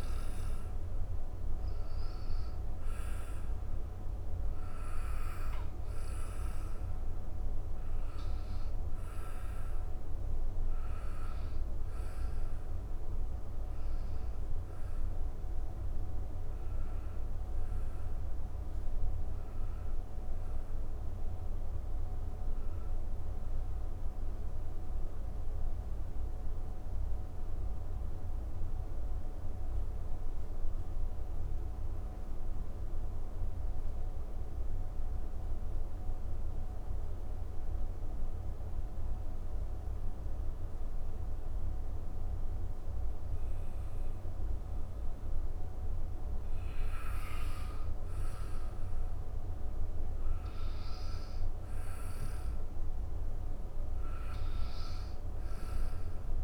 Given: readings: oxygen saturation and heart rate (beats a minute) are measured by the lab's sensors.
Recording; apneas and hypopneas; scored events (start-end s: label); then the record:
breathing in sleep, hard to hear, by a room microphone; 1
8.50-31.50 s: oxygen desaturation (device-marked, oxygen 96% before, 92% lowest, heart rate 137 before, 47 extreme)
16.00-44.50 s: obstructive apnea (oxygen 96% before, 92% lowest, heart rate 112 before, 66 extreme)
47.50-52.00 s: arousal
From the record:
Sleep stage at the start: N1 (lightest sleep); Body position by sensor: on the back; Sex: male